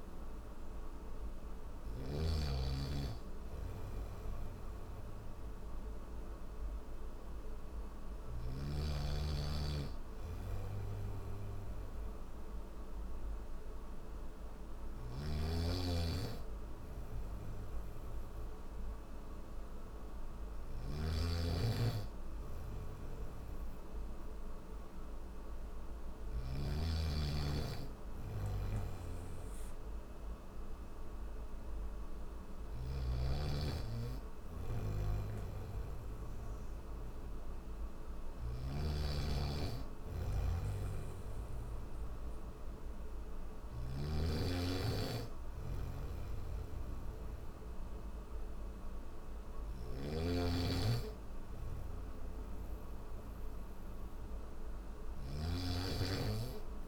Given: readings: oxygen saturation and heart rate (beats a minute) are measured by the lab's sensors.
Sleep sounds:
breathing in sleep by a room microphone; none
1.50-8.00 s: snoring (device-marked)
14.50-26.00 s: snoring (device-marked)
28.00-38.00 s: snoring (device-marked)
40.00-43.50 s: snoring (device-marked)
45.50-55.00 s: snoring (device-marked)
From the record:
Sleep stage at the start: N1 (lightest sleep); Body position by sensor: on the back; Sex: male

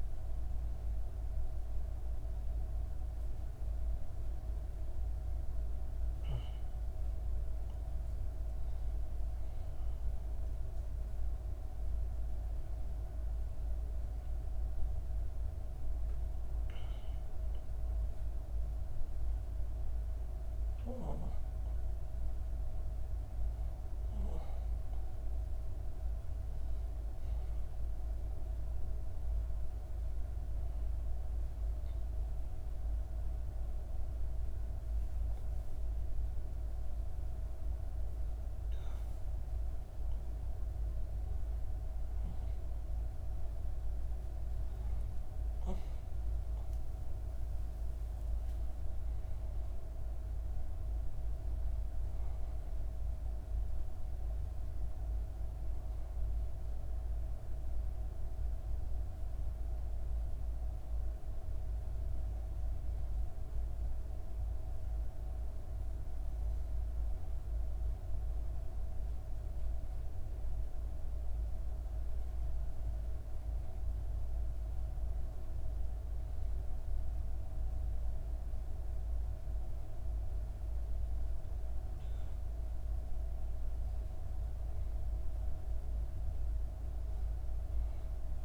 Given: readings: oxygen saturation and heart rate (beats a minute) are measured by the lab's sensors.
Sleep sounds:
a person partly awake in a sleep study, hard to hear, by a room microphone; 1
22.50-52.50 s: new sleep stage, N1 (lightest sleep)
52.50-88.45 s: new sleep stage, REM sleep
55.50-68.50 s: hypopnea (oxygen 96% before, 93% lowest, heart rate 72 before, 63 extreme, up 2 after)
70.50-74.50 s: arousal
From the record:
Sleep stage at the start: awake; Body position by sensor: on the back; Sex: female

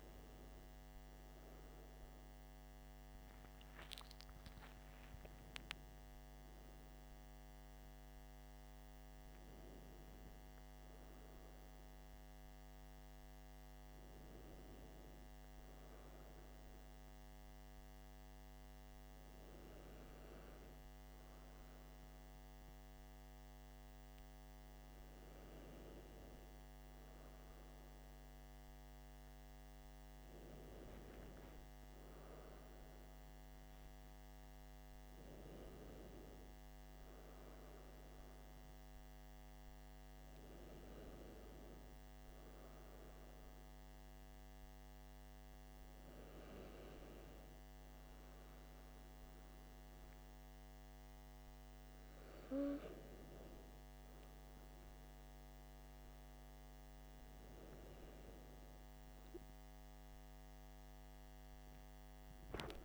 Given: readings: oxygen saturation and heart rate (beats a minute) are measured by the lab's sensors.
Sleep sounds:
breathing in sleep, hard to hear, by a microphone on the trachea; none
4.00-7.50 s: arousal
From the record:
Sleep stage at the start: N1 (lightest sleep); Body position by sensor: on the back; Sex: male

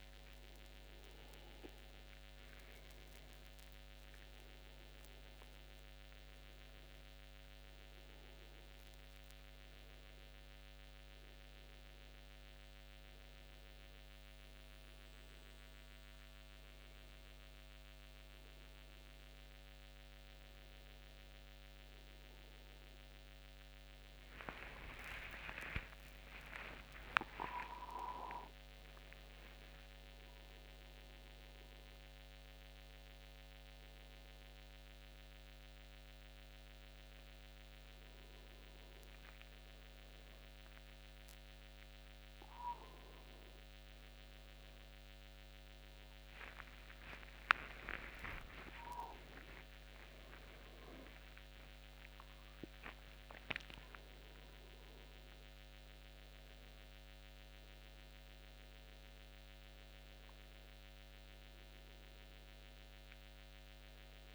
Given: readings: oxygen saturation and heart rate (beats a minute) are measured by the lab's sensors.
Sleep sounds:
breathing in sleep by a microphone on the trachea; none
1.00-3.00 s: long interval between heartbeats (device-marked, heart rate 92 before, 107 extreme)
25.00-27.00 s: long interval between heartbeats (device-marked, heart rate 78 before, 83 extreme)
47.00-49.00 s: long interval between heartbeats (device-marked, heart rate 94 before, 101 extreme)
47.00-52.50 s: arousal
From the record:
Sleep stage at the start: N1 (lightest sleep); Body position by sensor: on the back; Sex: male

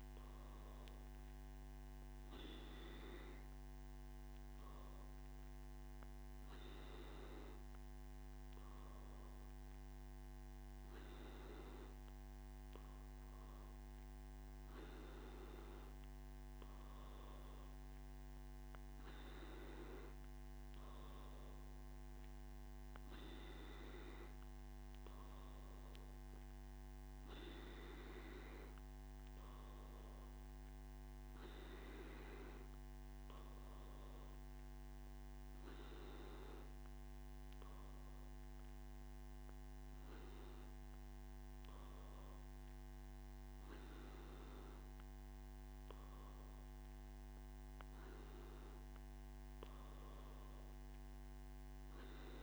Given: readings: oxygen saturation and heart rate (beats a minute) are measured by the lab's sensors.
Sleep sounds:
breathing in sleep by a microphone on the trachea; none
none scored
From the record:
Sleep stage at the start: N1 (lightest sleep); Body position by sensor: on the back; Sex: male

